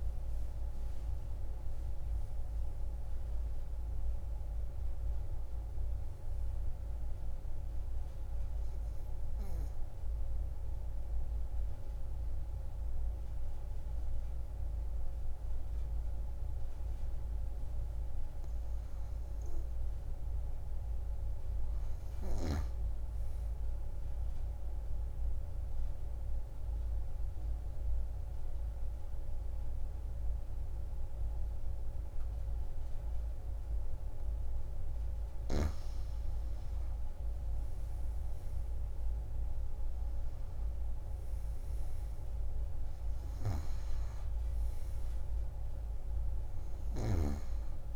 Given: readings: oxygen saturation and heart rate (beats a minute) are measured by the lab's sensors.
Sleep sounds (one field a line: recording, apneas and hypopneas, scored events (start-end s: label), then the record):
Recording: breathing in sleep, hard to hear, by a room microphone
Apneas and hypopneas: 1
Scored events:
0.00-22.50 s: oxygen desaturation (device-marked, oxygen 85% lowest)
24.00-35.00 s: obstructive apnea (oxygen 96% before, 89% lowest)
37.00-41.50 s: arousal
41.50-47.96 s: oxygen desaturation (device-marked, oxygen 95% before, 91% lowest)
From the record:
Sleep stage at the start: N2 (light sleep)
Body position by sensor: on the back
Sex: female